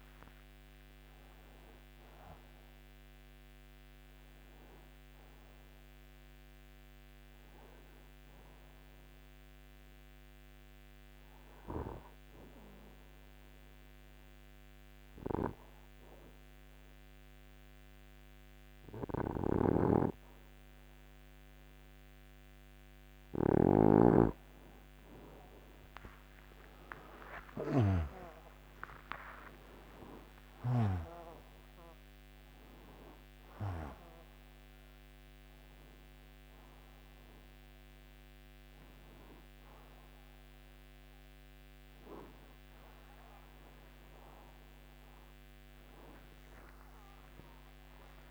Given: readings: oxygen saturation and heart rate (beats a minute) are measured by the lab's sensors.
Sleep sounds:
a person partly awake in a sleep study, by a microphone on the trachea; 1
10.00-22.00 s: hypopnea (oxygen 95% before, 91% lowest, heart rate 87 before, 70 extreme, up 38 after)
34.00-48.31 s: new sleep stage, awake
From the record:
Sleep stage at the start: N2 (light sleep); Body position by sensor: on the right side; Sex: male

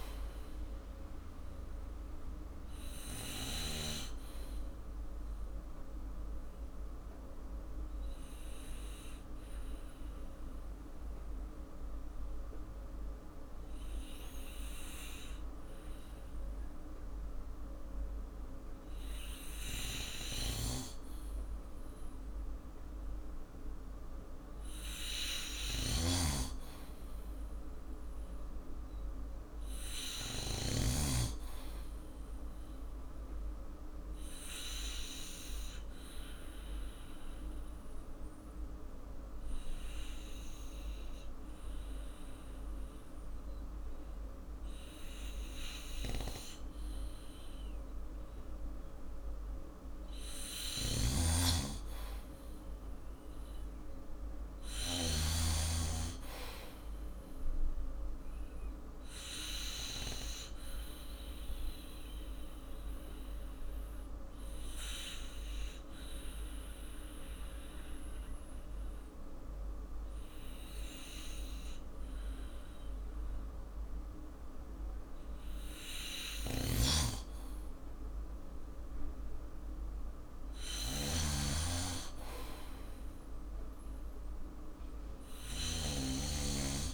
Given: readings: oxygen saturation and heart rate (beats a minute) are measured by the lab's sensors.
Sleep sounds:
breathing in sleep by a room microphone; 3
5.50-24.00 s: obstructive apnea (oxygen 97% before, 91% lowest, heart rate 59 before, 52 extreme, up 5 after)
18.00-27.00 s: oxygen desaturation (device-marked, oxygen 97% before, 93% lowest, heart rate 57 before, 52 extreme)
20.50-30.50 s: snoring (device-marked)
27.00-31.00 s: arousal
34.00-49.00 s: obstructive apnea (oxygen 97% before, 91% lowest, heart rate 56 before, 53 extreme, up 8 after)
46.00-58.00 s: oxygen desaturation (device-marked, oxygen 97% before, 94% lowest, heart rate 54 before, 54 extreme)
50.50-55.00 s: snoring (device-marked)
51.50-56.00 s: arousal
58.50-75.00 s: obstructive apnea (oxygen 97% before, 91% lowest, heart rate 56 before, 52 extreme, up 3 after)
76.50-86.00 s: snoring (device-marked)
77.00-86.00 s: oxygen desaturation (device-marked, oxygen 95% before, 91% lowest, heart rate 58 before, 52 extreme)
77.50-81.50 s: arousal
From the record:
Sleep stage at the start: N2 (light sleep); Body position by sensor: on the back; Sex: male

